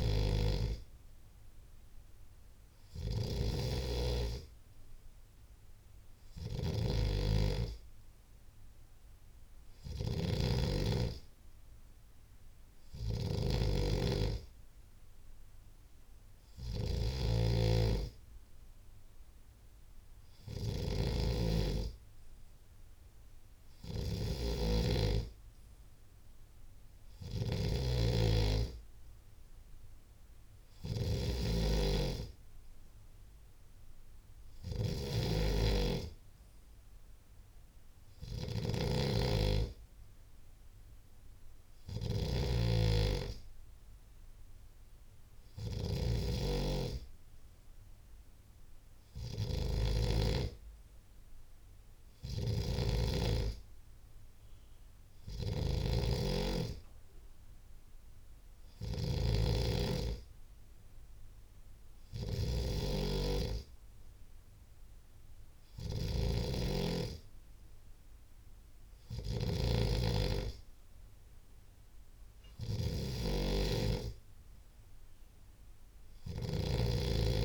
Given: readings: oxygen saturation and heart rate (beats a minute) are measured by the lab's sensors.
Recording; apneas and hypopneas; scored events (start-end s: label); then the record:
breathing in sleep by a room microphone; none
none scored
From the record:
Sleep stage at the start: N3 (deep sleep); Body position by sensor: on the left side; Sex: male